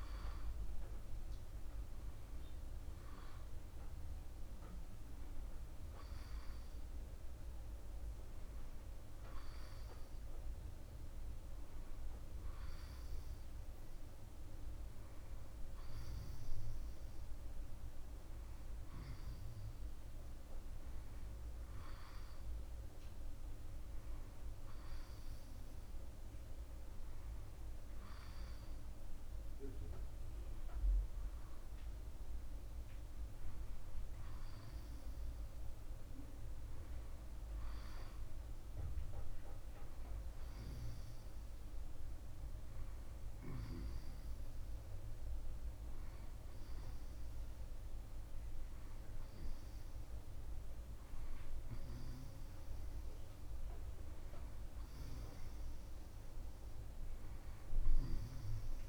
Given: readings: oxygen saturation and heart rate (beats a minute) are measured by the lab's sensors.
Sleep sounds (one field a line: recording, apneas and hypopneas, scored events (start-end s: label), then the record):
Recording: a person awake in a sleep study, hard to hear, by a room microphone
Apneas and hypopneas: none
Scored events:
none scored
From the record:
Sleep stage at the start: awake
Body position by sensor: on the back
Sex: male